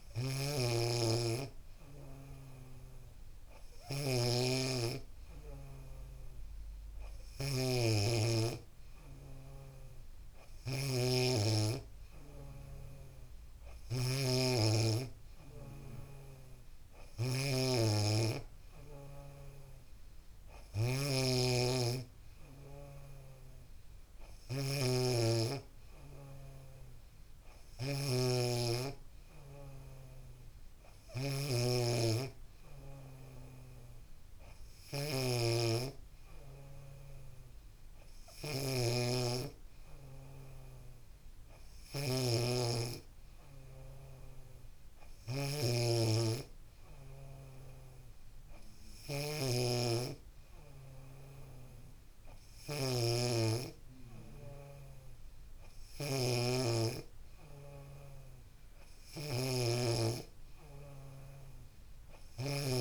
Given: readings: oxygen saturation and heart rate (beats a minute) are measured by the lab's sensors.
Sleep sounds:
a person awake in a sleep study, by a room microphone; none
0.00-4.50 s: snoring (device-marked)
15.50-17.50 s: long interval between heartbeats (device-marked, heart rate 78 before, 81 extreme)
17.00-31.50 s: snoring (device-marked)
19.50-21.50 s: long interval between heartbeats (device-marked, heart rate 80 before, 92 extreme)
54.00-56.00 s: long interval between heartbeats (device-marked, heart rate 72 before, 78 extreme)
58.00-60.00 s: long interval between heartbeats (device-marked, heart rate 73 before, 89 extreme)
From the record:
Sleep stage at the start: awake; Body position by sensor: on the back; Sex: female

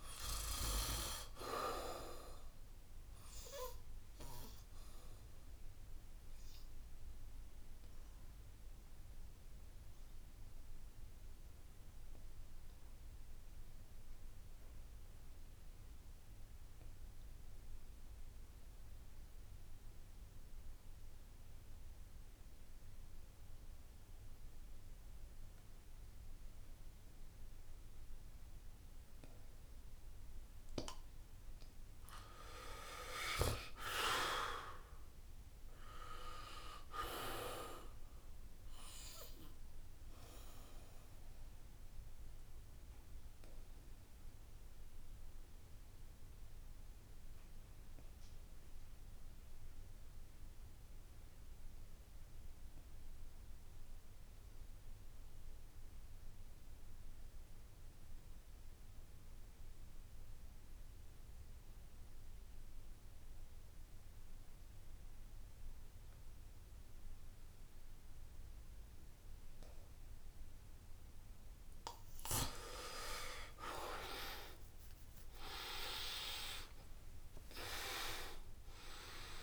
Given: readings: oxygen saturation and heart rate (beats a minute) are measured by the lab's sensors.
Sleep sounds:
breathing in sleep by a room microphone; 2
0.00-17.50 s: oxygen desaturation (device-marked, oxygen 76% lowest, heart rate 65 extreme)
9.50-30.50 s: obstructive apnea (oxygen 94% before, 76% lowest, heart rate 75 before, 65 extreme, up 9 after)
16.00-18.00 s: long interval between heartbeats (device-marked, heart rate 74 before, 66 extreme)
25.50-61.50 s: oxygen desaturation (device-marked, oxygen 96% before, 78% lowest, heart rate 70 before, 65 extreme)
33.50-36.50 s: arousal
44.00-71.00 s: obstructive apnea (oxygen 96% before, 77% lowest, heart rate 71 before, 65 extreme, up 11 after)
52.00-54.00 s: long interval between heartbeats (device-marked, heart rate 72 before, 65 extreme)
56.00-58.00 s: long interval between heartbeats (device-marked, heart rate 71 before, 71 extreme)
62.00-64.00 s: long interval between heartbeats (device-marked, heart rate 70 before, 75 extreme)
63.50-79.43 s: oxygen desaturation (device-marked, oxygen 96% before, 77% lowest, heart rate 70 before, 67 extreme)
72.50-76.00 s: arousal
From the record:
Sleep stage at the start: N2 (light sleep); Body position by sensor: on the back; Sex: male

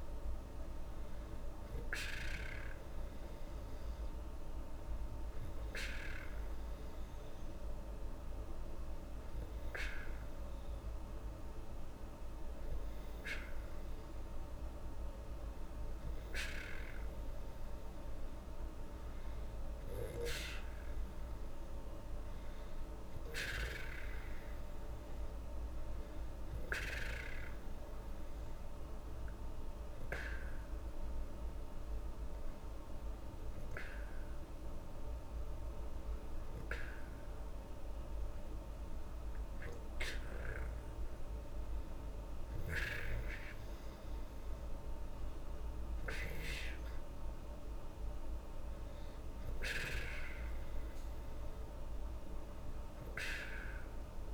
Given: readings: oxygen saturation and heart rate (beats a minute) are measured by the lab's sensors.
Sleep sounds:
breathing in sleep by a room microphone; none
none scored
From the record:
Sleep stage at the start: N2 (light sleep); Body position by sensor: on the back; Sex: female

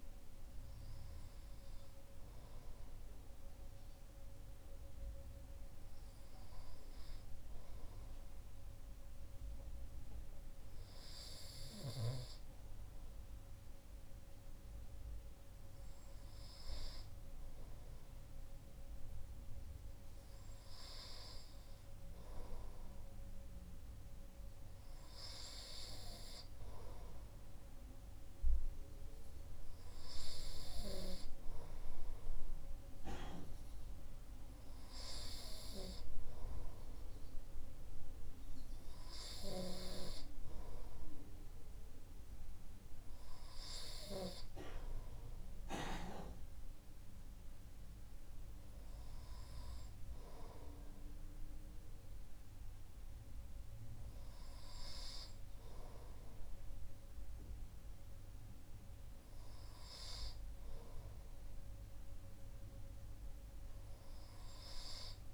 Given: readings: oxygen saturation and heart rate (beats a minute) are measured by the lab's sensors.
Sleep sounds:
breathing in sleep by a room microphone; none
none scored
From the record:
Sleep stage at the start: N2 (light sleep); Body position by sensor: on the right side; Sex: male

